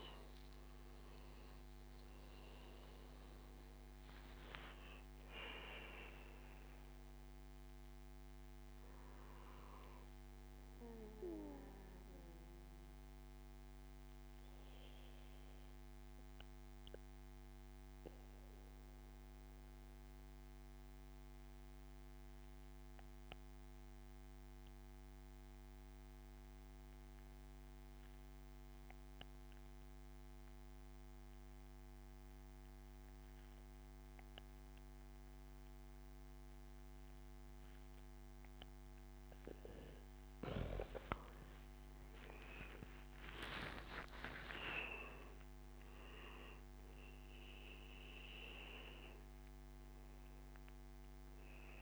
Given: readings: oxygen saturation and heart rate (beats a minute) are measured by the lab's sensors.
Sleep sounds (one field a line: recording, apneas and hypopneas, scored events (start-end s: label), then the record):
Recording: breathing in sleep by a microphone on the trachea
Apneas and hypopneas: 1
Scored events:
0.00-21.00 s: oxygen desaturation (device-marked, oxygen 89% lowest, heart rate 67 extreme)
12.00-38.50 s: mixed apnea (oxygen 96% before, 90% lowest, heart rate 85 before, 66 extreme, up 19 after)
38.00-51.81 s: oxygen desaturation (device-marked, oxygen 99% before, 90% lowest, heart rate 72 before, 66 extreme)
40.00-43.50 s: arousal
From the record:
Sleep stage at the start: N2 (light sleep)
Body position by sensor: on the back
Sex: male